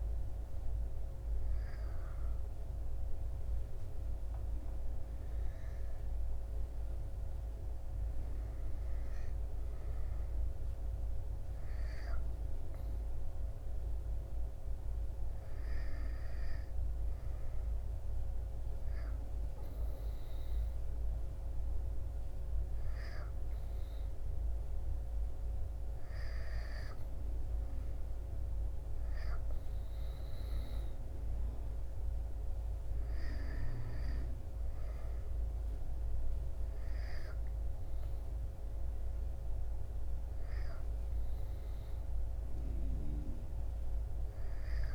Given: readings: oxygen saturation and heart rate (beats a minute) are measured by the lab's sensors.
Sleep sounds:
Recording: breathing in sleep, hard to hear, by a room microphone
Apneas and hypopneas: none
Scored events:
none scored
From the record:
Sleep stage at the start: N2 (light sleep)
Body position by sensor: on the back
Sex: male

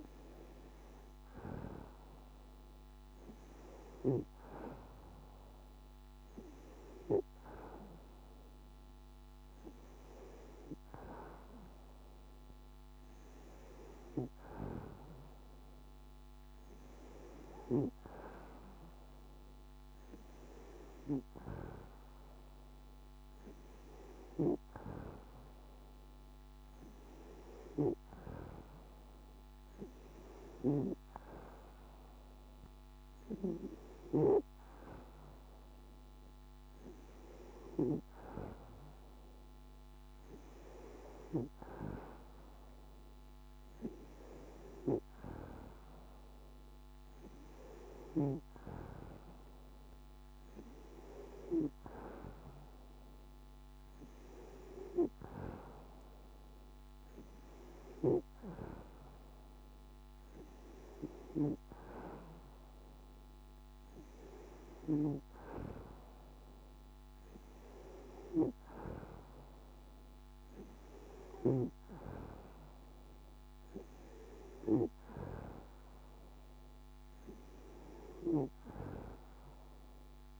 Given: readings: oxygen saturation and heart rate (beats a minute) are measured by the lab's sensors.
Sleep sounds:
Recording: breathing in sleep by a microphone on the trachea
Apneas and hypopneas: none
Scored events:
none scored
From the record:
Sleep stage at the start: N2 (light sleep)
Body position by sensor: on the back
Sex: female

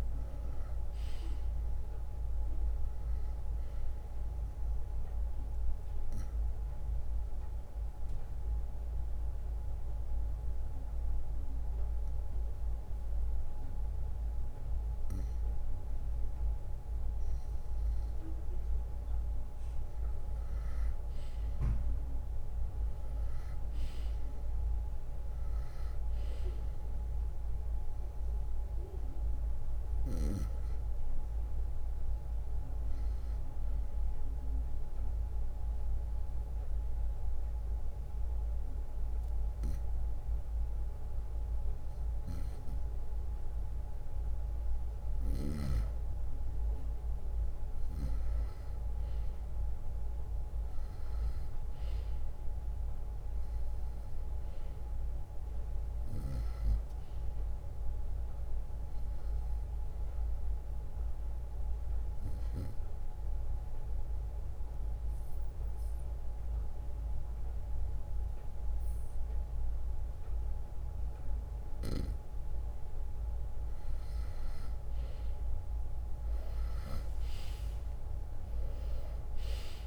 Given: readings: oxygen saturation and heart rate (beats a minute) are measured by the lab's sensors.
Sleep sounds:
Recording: breathing in sleep, hard to hear, by a room microphone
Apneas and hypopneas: 3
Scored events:
0.50-20.50 s: oxygen desaturation (device-marked, oxygen 95% before, 90% lowest, heart rate 63 before, 55 extreme)
7.00-18.00 s: obstructive apnea (oxygen 97% before, 90% lowest, heart rate 63 before, 56 extreme, up 2 after)
20.50-25.50 s: arousal
23.50-25.50 s: bradycardia (device-marked, heart rate 71 before, 62 extreme)
33.50-44.50 s: oxygen desaturation (device-marked, oxygen 96% before, 91% lowest, heart rate 62 before, 55 extreme)
35.00-45.50 s: hypopnea (oxygen 96% before, 89% lowest, heart rate 62 before, 55 extreme, up 9 after)
37.50-44.50 s: bradycardia (device-marked, heart rate 71 before, 55 extreme)
48.00-52.50 s: arousal
51.50-60.50 s: drop in pulse transit time (device-marked, heart rate 61 before, 64 extreme)
57.50-71.50 s: oxygen desaturation (device-marked, oxygen 95% before, 91% lowest, heart rate 61 before, 61 extreme)
62.50-73.50 s: obstructive apnea (oxygen 95% before, 89% lowest, heart rate 63 before, 61 extreme, up 6 after)
74.50-79.87 s: drop in pulse transit time (device-marked, heart rate 64 before, 63 extreme)
75.50-79.87 s: arousal
From the record:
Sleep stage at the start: N2 (light sleep)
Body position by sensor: on the right side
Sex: male

